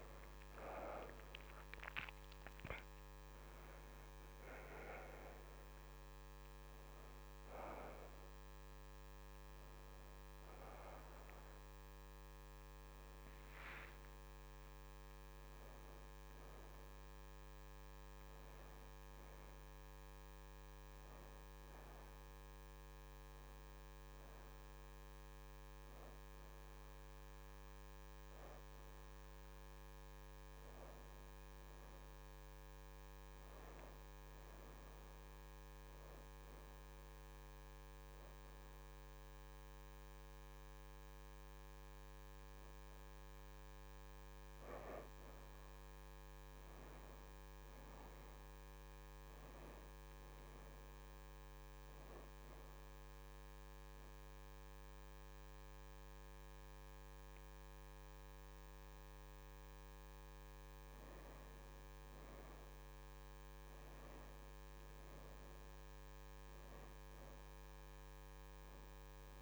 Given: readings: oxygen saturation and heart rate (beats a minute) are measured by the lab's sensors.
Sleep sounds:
a person partly awake in a sleep study, hard to hear, by a microphone on the trachea; 1
6.00-10.00 s: oxygen desaturation (device-marked, oxygen 86% before, 83% lowest, heart rate 105 before, 79 extreme)
18.00-69.42 s: new sleep stage, N1 (lightest sleep)
27.00-33.00 s: oxygen desaturation (device-marked, oxygen 90% before, 87% lowest, heart rate 85 before, 80 extreme)
36.00-46.50 s: hypopnea (oxygen 91% before, 78% lowest, heart rate 81 before, 76 extreme, up 2 after)
40.00-49.00 s: oxygen desaturation (device-marked, oxygen 88% before, 82% lowest, heart rate 80 before, 76 extreme)
48.00-53.00 s: arousal
57.00-67.00 s: oxygen desaturation (device-marked, oxygen 87% before, 78% lowest, heart rate 82 before, 75 extreme)
From the record:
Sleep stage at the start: awake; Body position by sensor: on the back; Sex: female

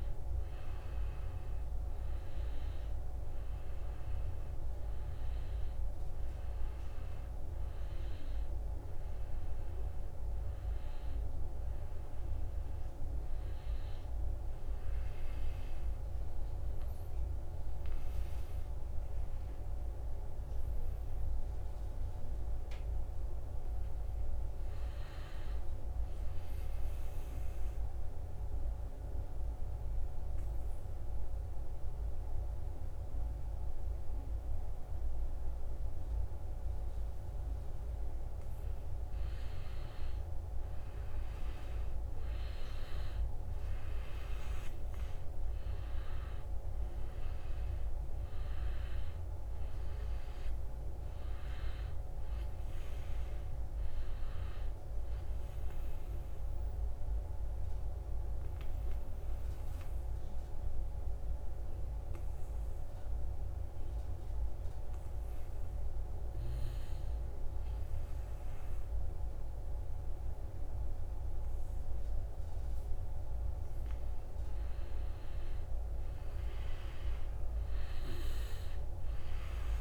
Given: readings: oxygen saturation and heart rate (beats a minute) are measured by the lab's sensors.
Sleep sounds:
breathing in sleep, hard to hear, by a room microphone; 2
0.00-19.50 s: oxygen desaturation (device-marked, oxygen 89% lowest, heart rate 65 extreme)
21.50-25.50 s: arousal
27.00-38.00 s: obstructive apnea (oxygen 97% before, 90% lowest, heart rate 73 before, 65 extreme, up 5 after)
33.50-57.50 s: oxygen desaturation (device-marked, oxygen 97% before, 90% lowest, heart rate 71 before, 65 extreme)
39.00-42.50 s: arousal
56.50-72.00 s: obstructive apnea (oxygen 97% before, 90% lowest, heart rate 70 before, 65 extreme, up 3 after)
73.50-77.00 s: arousal
77.50-79.81 s: oxygen desaturation (device-marked, oxygen 96% before, 92% lowest, heart rate 68 before, 68 extreme)
From the record:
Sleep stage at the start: N2 (light sleep); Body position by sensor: on the back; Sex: male

